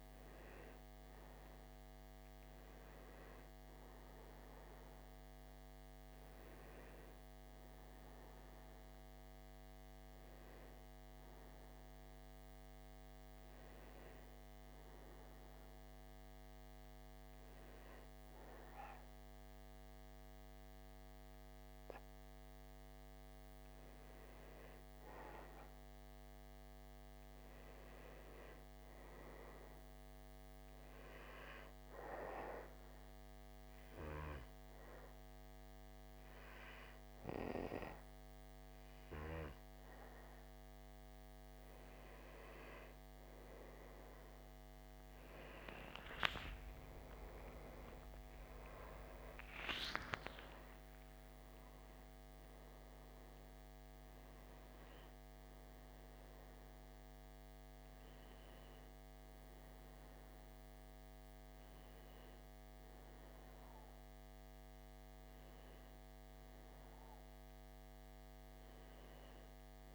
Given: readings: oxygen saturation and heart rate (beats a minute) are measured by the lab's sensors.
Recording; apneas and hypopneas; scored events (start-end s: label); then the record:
breathing in sleep by a microphone on the trachea; 2
13.50-23.50 s: hypopnea (oxygen 96% before, 89% lowest, heart rate 66 before, 62 extreme, up 4 after)
19.00-49.00 s: new sleep stage, N2 (light sleep)
26.00-29.50 s: arousal
27.00-46.00 s: oxygen desaturation (device-marked, oxygen 94% before, 89% lowest, heart rate 63 before, 61 extreme)
32.00-43.00 s: hypopnea (oxygen 95% before, 89% lowest, heart rate 63 before, 62 extreme, up 12 after)
46.00-51.00 s: arousal
49.00-69.94 s: new sleep stage, N1 (lightest sleep)
From the record:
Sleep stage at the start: N1 (lightest sleep); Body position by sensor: on the back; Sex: male